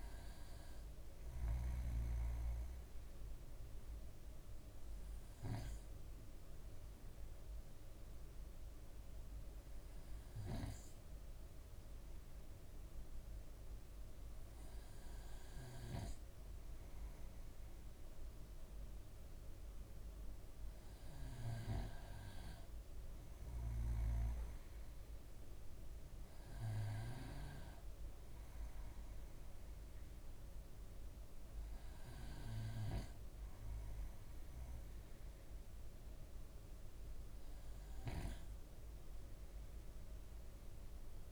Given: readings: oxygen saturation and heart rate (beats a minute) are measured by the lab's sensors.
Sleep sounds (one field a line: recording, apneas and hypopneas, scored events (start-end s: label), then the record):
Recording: breathing in sleep by a room microphone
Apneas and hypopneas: none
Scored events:
none scored
From the record:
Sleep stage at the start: N2 (light sleep)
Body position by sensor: on the right side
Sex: male